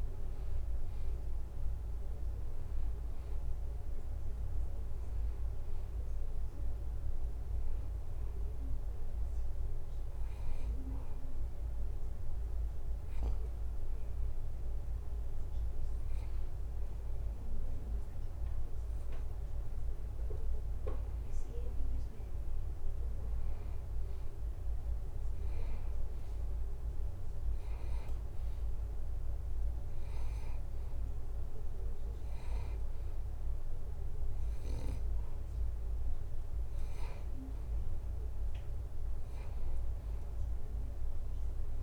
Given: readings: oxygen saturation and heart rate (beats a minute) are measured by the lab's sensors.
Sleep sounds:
breathing in sleep, hard to hear, by a room microphone; none
none scored
From the record:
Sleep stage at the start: N2 (light sleep); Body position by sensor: on the back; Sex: male

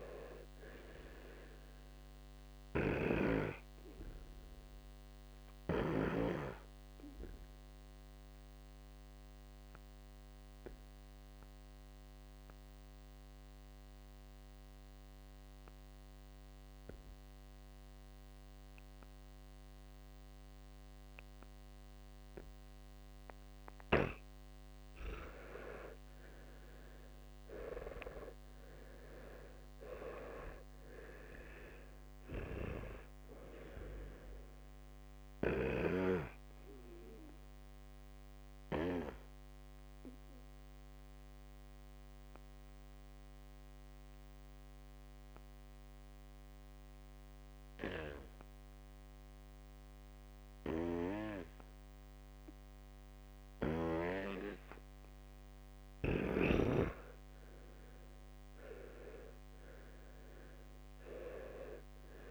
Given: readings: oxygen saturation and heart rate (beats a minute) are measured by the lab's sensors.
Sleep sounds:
breathing in sleep by a microphone on the trachea; 2
3.50-24.50 s: obstructive apnea (oxygen 100% before, 91% lowest, heart rate 66 before, 61 extreme, up 15 after)
6.00-11.00 s: oxygen desaturation (device-marked, oxygen 100% before, 96% lowest, heart rate 66 before, 63 extreme)
26.50-31.50 s: arousal
32.00-56.00 s: oxygen desaturation (device-marked, oxygen 100% before, 91% lowest, heart rate 67 before, 60 extreme)
36.50-56.00 s: obstructive apnea (oxygen 100% before, 91% lowest, heart rate 68 before, 60 extreme, up 12 after)
57.00-60.50 s: arousal
From the record:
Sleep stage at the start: N2 (light sleep); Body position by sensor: on the back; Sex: male

